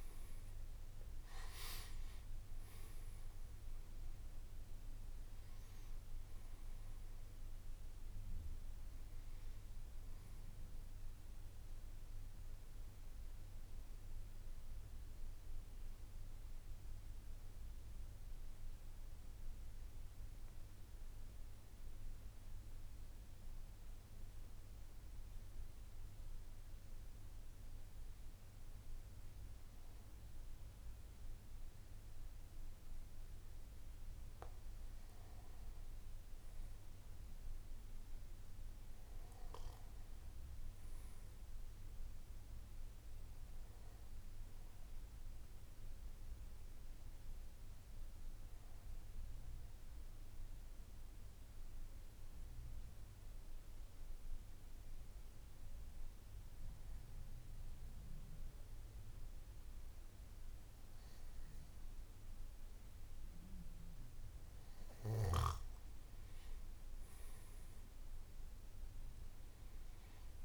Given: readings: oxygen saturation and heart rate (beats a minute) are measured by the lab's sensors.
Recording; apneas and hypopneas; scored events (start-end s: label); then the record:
breathing in sleep, hard to hear, by a room microphone; 2
0.00-27.00 s: oxygen desaturation (device-marked, oxygen 87% lowest, heart rate 50 extreme)
19.50-33.50 s: hypopnea (oxygen 96% before, 87% lowest, heart rate 62 before, 50 extreme, up 2 after)
52.00-65.00 s: obstructive apnea (oxygen 99% before, 95% lowest, heart rate 54 before, 52 extreme, up 5 after)
From the record:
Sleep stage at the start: N3 (deep sleep); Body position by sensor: on the back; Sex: male